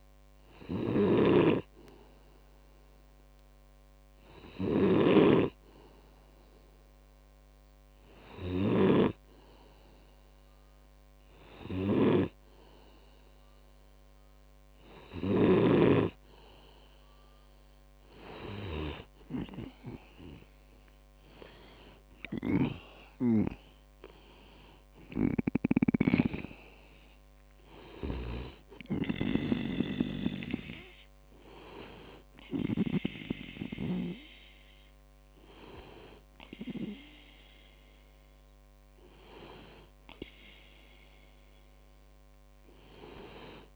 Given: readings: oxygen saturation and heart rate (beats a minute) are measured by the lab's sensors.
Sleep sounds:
breathing in sleep by a microphone on the trachea; none
0.00-16.00 s: snoring (device-marked)
From the record:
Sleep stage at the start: N2 (light sleep); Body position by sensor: on the back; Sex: male

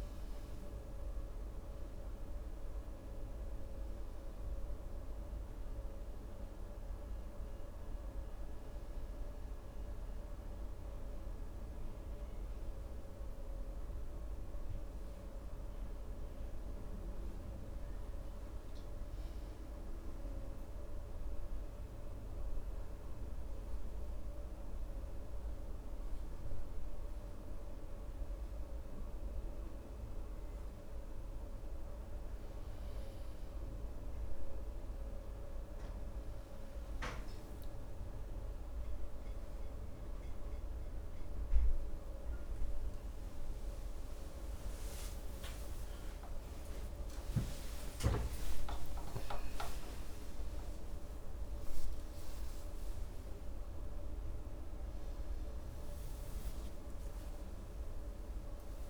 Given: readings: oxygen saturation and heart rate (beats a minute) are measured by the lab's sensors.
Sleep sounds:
breathing in sleep, hard to hear, by a room microphone; 1
19.00-33.00 s: obstructive apnea (oxygen 96% before, 91% lowest, heart rate 74 before, 58 extreme, up 3 after)
41.50-55.50 s: oxygen desaturation (device-marked, oxygen 96% before, 91% lowest, heart rate 67 before, 71 extreme)
52.50-58.90 s: new sleep stage, awake
57.50-58.90 s: oxygen desaturation (device-marked, oxygen 95% before, 92% lowest, heart rate 74 before, 71 extreme)
From the record:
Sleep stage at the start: N2 (light sleep); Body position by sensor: on the right side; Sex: male

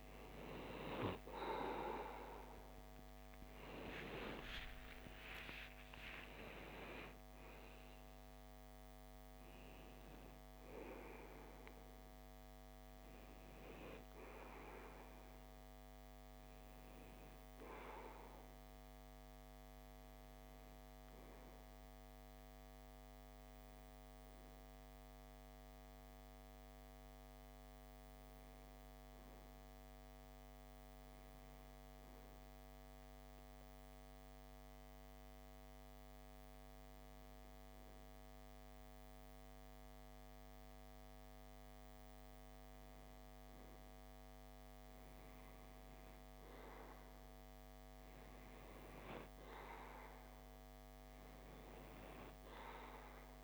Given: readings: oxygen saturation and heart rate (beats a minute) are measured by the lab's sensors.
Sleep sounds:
breathing in sleep by a microphone on the trachea; 1
1.00-5.00 s: arousal
19.00-46.50 s: hypopnea (oxygen 97% before, 94% lowest)
49.50-53.44 s: arousal
From the record:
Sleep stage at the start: REM sleep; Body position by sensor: on the left side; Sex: male

